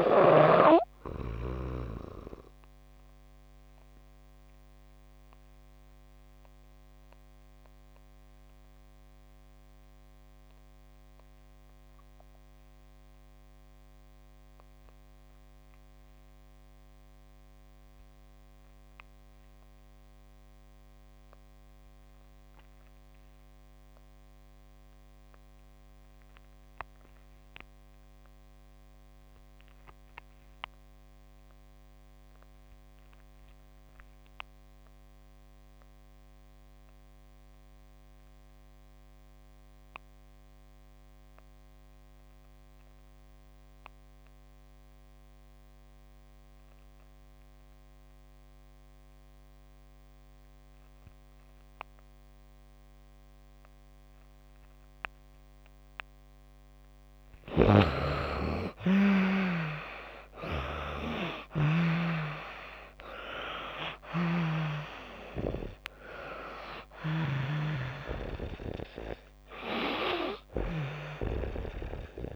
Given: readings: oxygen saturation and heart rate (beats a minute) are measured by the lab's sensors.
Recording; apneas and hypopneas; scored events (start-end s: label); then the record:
breathing in sleep by a microphone on the trachea; 1
0.00-22.00 s: oxygen desaturation (device-marked, oxygen 84% lowest)
0.50-56.50 s: obstructive apnea (oxygen 97% before, 74% lowest)
37.00-72.36 s: oxygen desaturation (device-marked, oxygen 96% before, 74% lowest)
58.50-61.50 s: arousal
From the record:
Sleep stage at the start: N2 (light sleep); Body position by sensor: on the back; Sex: female